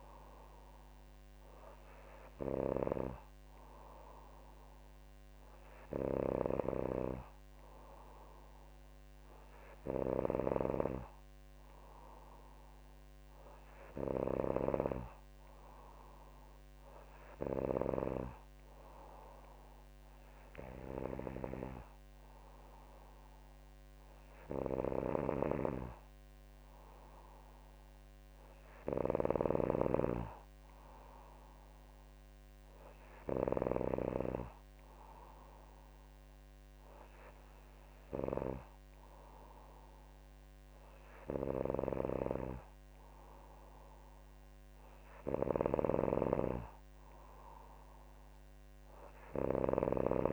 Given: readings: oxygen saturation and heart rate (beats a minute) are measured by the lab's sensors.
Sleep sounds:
breathing in sleep by a microphone on the trachea; none
45.50-50.00 s: snoring (device-marked)
From the record:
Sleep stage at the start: N3 (deep sleep); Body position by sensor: on the back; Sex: female

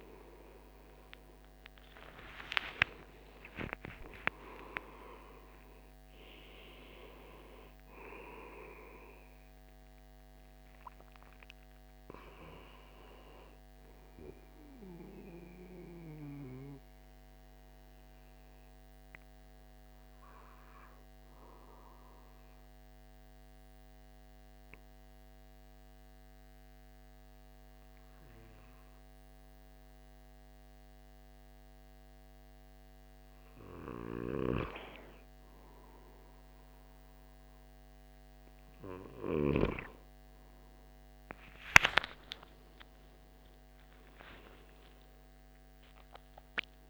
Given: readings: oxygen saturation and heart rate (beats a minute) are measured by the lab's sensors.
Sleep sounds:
breathing in sleep by a microphone on the trachea; 1
0.00-22.00 s: oxygen desaturation (device-marked, oxygen 91% lowest, heart rate 67 extreme)
0.50-5.00 s: arousal
16.50-34.00 s: obstructive apnea (oxygen 96% before, 93% lowest, heart rate 90 before, 65 extreme, up 6 after)
41.50-45.50 s: arousal
From the record:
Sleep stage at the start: N2 (light sleep); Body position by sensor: on the back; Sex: male

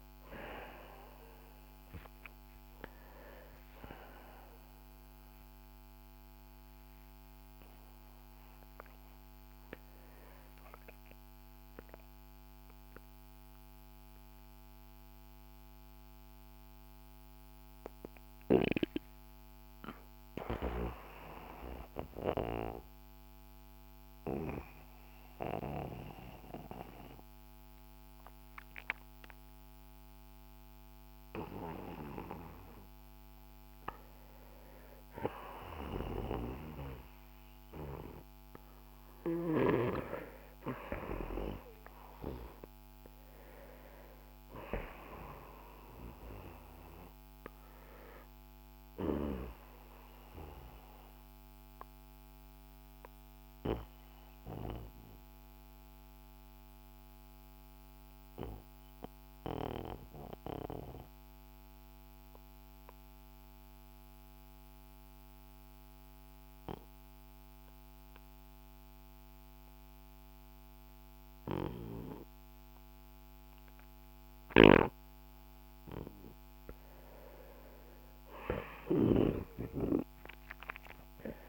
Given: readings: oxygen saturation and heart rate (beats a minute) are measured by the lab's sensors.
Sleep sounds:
breathing in sleep by a microphone on the trachea; 2
0.00-9.50 s: oxygen desaturation (device-marked, oxygen 94% lowest, heart rate 54 extreme)
9.50-34.00 s: obstructive apnea (oxygen 97% before, 91% lowest, heart rate 85 before, 53 extreme, up 5 after)
14.50-32.50 s: oxygen desaturation (device-marked, oxygen 95% before, 91% lowest, heart rate 87 before, 55 extreme)
39.50-43.50 s: arousal
50.00-76.00 s: obstructive apnea (oxygen 97% before, 90% lowest, heart rate 61 before, 49 extreme, up 10 after)
51.50-71.50 s: oxygen desaturation (device-marked, oxygen 96% before, 92% lowest, heart rate 61 before, 49 extreme)
78.00-81.49 s: arousal
From the record:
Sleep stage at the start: N2 (light sleep); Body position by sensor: on the right side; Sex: male

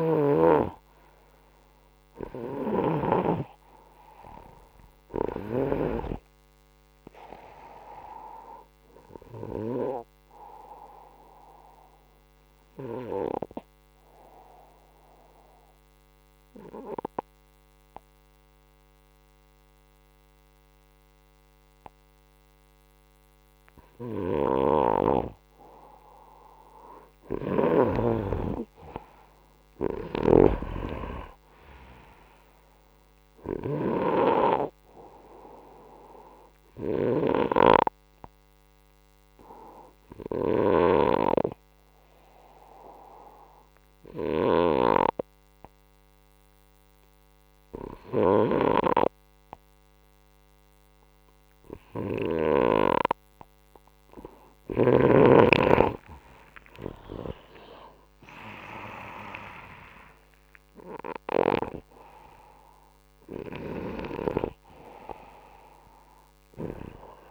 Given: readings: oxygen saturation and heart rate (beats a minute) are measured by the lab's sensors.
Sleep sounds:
breathing in sleep by a microphone on the trachea; 2
0.00-3.00 s: snoring (device-marked)
0.00-8.00 s: oxygen desaturation (device-marked, oxygen 92% lowest, heart rate 63 extreme)
10.00-27.00 s: oxygen desaturation (device-marked, oxygen 94% before, 91% lowest, heart rate 75 before, 63 extreme)
11.00-25.50 s: obstructive apnea (oxygen 98% before, 91% lowest, heart rate 77 before, 63 extreme, up 18 after)
27.50-30.50 s: arousal
39.50-53.50 s: hypopnea (oxygen 98% before, 92% lowest, heart rate 70 before, 64 extreme, up 38 after)
55.50-59.00 s: arousal
61.00-67.31 s: oxygen desaturation (device-marked, oxygen 96% before, 92% lowest, heart rate 73 before, 65 extreme)
From the record:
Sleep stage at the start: N2 (light sleep); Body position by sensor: upright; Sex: male

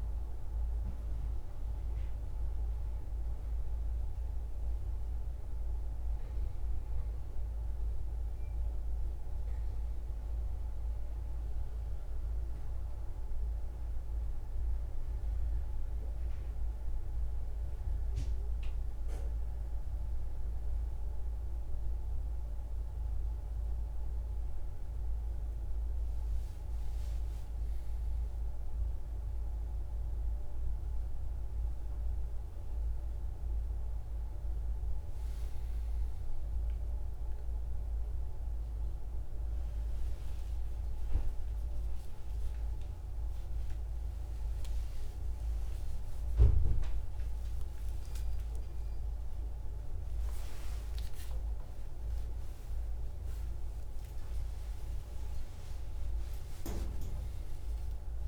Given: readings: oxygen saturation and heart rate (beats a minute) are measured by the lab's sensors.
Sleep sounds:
a person awake in a sleep study, hard to hear, by a room microphone; none
19.00-48.00 s: oxygen desaturation (device-marked, oxygen 97% before, 93% lowest, heart rate 61 before, 61 extreme)
From the record:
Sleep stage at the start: awake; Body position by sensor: on the back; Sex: male

